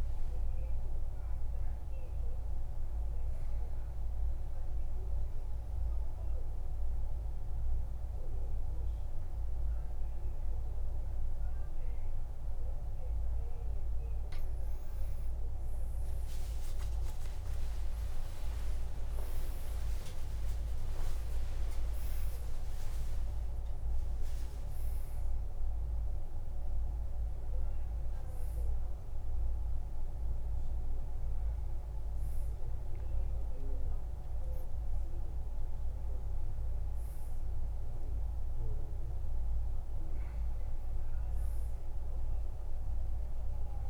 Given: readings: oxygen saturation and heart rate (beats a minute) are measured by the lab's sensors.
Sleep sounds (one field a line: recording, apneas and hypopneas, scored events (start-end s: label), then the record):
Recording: breathing in sleep, hard to hear, by a room microphone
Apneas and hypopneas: 1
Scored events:
0.00-2.50 s: arousal
0.00-4.00 s: oxygen desaturation (device-marked, oxygen 88% lowest, heart rate 53 extreme)
5.00-15.00 s: mixed apnea (oxygen 97% before, 94% lowest, heart rate 57 before, 53 extreme)
15.00-25.00 s: tachycardia (device-marked, heart rate 59 before, 168 extreme)
19.00-24.00 s: arousal
19.50-21.50 s: long interval between heartbeats (device-marked, heart rate 61 before, 128 extreme)
21.50-23.50 s: long interval between heartbeats (device-marked, heart rate 69 before, 159 extreme)
23.50-25.50 s: long interval between heartbeats (device-marked, heart rate 79 before, 154 extreme)
From the record:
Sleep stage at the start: N2 (light sleep)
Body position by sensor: on the back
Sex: male